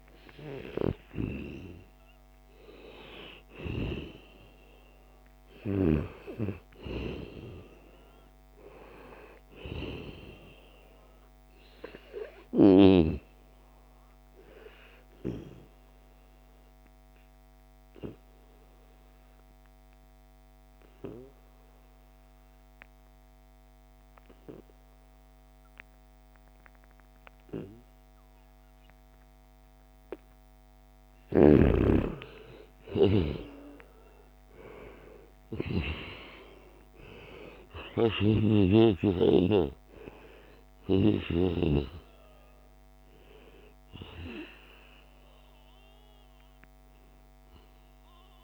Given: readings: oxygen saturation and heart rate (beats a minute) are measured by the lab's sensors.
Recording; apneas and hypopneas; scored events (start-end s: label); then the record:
breathing in sleep by a microphone on the trachea; 1
1.50-6.00 s: arousal
4.50-21.50 s: oxygen desaturation (device-marked, oxygen 97% before, 93% lowest, heart rate 78 before, 73 extreme)
11.00-31.00 s: obstructive apnea (oxygen 98% before, 91% lowest, heart rate 77 before, 73 extreme, up 6 after)
32.00-36.00 s: arousal
36.50-48.44 s: oxygen desaturation (device-marked, oxygen 95% before, 91% lowest, heart rate 75 before, 75 extreme)
From the record:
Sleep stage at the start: N2 (light sleep); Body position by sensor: on the back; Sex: male